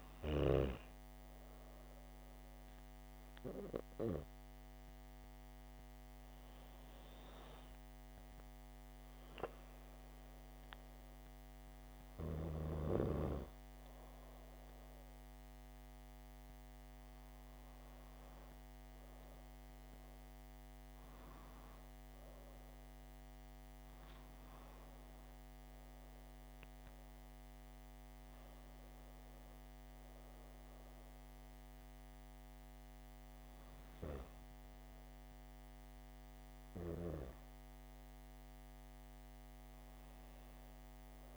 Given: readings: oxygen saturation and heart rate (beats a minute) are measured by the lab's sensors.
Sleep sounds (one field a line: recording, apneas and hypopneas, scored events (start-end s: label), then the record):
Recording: breathing in sleep by a microphone on the trachea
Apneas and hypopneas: none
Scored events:
none scored
From the record:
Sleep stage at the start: N2 (light sleep)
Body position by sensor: on the back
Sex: female